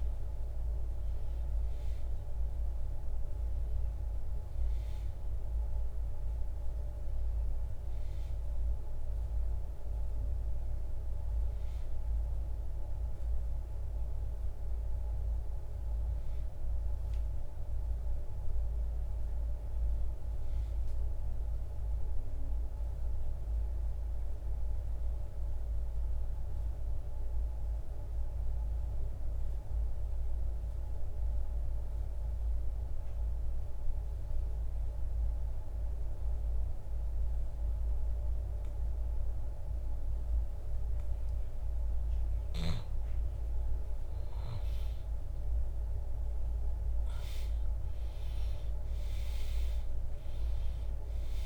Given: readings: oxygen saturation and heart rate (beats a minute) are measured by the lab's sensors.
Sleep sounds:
a person partly awake in a sleep study, hard to hear, by a room microphone; 1
0.50-23.50 s: oxygen desaturation (device-marked, oxygen 92% before, 87% lowest, heart rate 103 before, 61 extreme)
1.50-51.46 s: new sleep stage, N1 (lightest sleep)
25.00-42.50 s: obstructive apnea (oxygen 97% before, 80% lowest, heart rate 84 before, 61 extreme, up 6 after)
43.50-51.46 s: oxygen desaturation (device-marked, oxygen 97% before, 80% lowest, heart rate 69 before, 55 extreme)
44.00-49.00 s: arousal
From the record:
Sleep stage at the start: awake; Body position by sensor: on the back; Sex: male

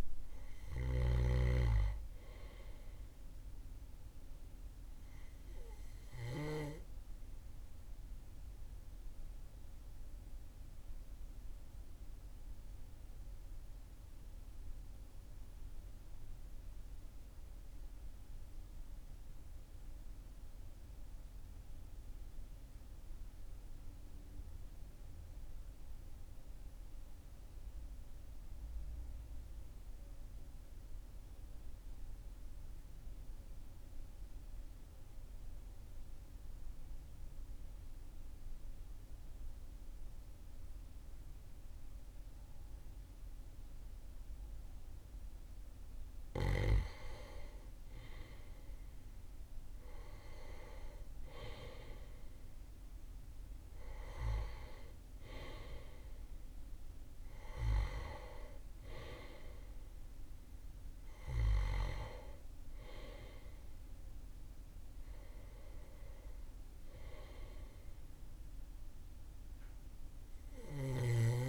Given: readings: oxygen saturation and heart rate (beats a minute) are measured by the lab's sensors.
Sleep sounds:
breathing in sleep by a room microphone; 1
0.00-12.50 s: oxygen desaturation (device-marked, oxygen 94% lowest, heart rate 37 extreme)
9.00-44.50 s: obstructive apnea (oxygen 98% before, 93% lowest, heart rate 41 before, 37 extreme, up 2 after)
46.50-60.50 s: oxygen desaturation (device-marked, oxygen 98% before, 95% lowest, heart rate 40 before, 40 extreme)
47.00-52.50 s: arousal
62.50-71.49 s: oxygen desaturation (device-marked, oxygen 97% before, 93% lowest, heart rate 42 before, 37 extreme)
From the record:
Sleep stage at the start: N2 (light sleep); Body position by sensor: on the back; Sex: male

